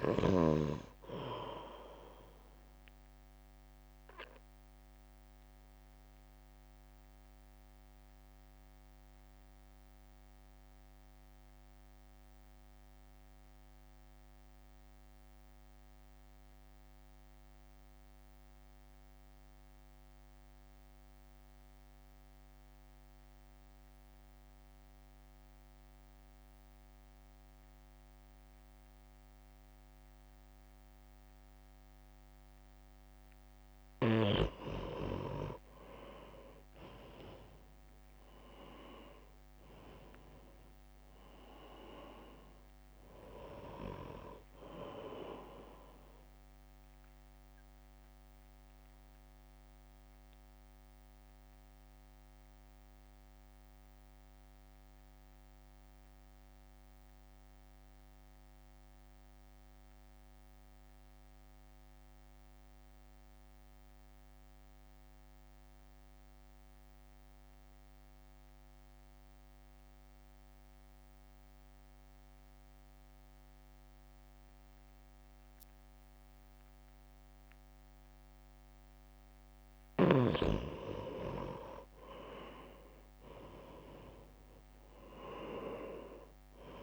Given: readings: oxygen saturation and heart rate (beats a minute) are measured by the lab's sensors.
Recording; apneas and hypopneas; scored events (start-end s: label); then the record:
breathing in sleep by a microphone on the trachea; 2
0.00-4.50 s: oxygen desaturation (device-marked, oxygen 90% lowest, heart rate 51 extreme)
0.00-8.50 s: drop in pulse transit time (device-marked, heart rate 51 extreme)
2.50-34.00 s: mixed apnea (oxygen 97% before, 88% lowest, heart rate 62 before, 52 extreme, up 2 after)
9.50-23.50 s: oxygen desaturation (device-marked, oxygen 94% before, 88% lowest, heart rate 59 before, 53 extreme)
35.50-68.50 s: oxygen desaturation (device-marked, oxygen 97% before, 89% lowest, heart rate 60 before, 52 extreme)
36.00-39.50 s: arousal
40.50-52.50 s: drop in pulse transit time (device-marked, heart rate 61 before, 52 extreme)
46.50-77.50 s: mixed apnea (oxygen 97% before, 89% lowest, heart rate 59 before, 52 extreme, up 1 after)
82.00-85.50 s: arousal
82.50-86.83 s: oxygen desaturation (device-marked, oxygen 97% before, 91% lowest, heart rate 62 before, 52 extreme)
85.50-86.83 s: drop in pulse transit time (device-marked, heart rate 62 before, 52 extreme)
From the record:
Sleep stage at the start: N2 (light sleep); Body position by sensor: on the right side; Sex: male